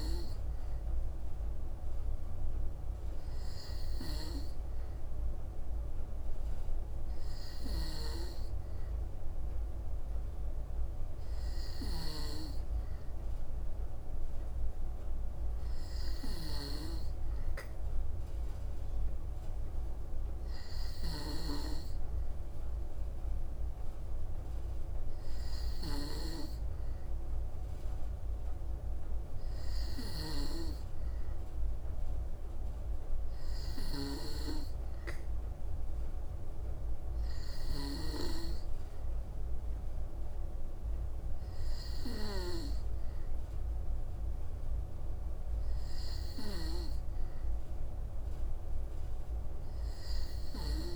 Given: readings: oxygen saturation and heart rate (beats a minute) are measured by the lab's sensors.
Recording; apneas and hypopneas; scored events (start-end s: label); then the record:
breathing in sleep by a room microphone; none
none scored
From the record:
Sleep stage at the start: N2 (light sleep); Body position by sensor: on the back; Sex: female